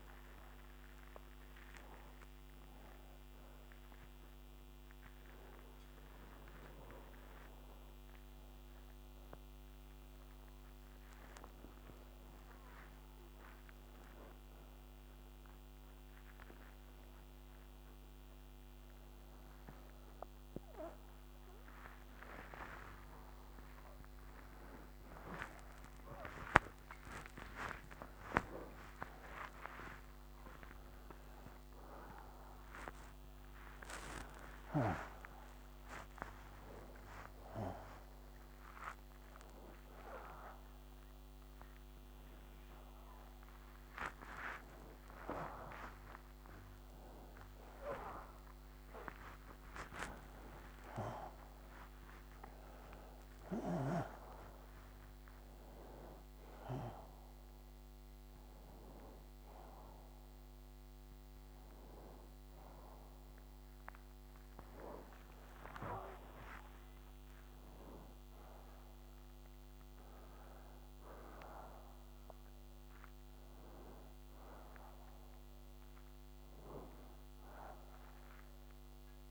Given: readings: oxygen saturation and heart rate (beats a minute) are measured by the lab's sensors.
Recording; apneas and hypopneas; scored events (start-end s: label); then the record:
a person awake in a sleep study, by a microphone on the trachea; none
40.00-54.00 s: oxygen desaturation (device-marked, oxygen 95% before, 91% lowest, heart rate 121 before, 81 extreme)
62.00-72.00 s: oxygen desaturation (device-marked, oxygen 93% before, 90% lowest, heart rate 104 before, 82 extreme)
From the record:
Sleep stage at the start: awake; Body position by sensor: on the right side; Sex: male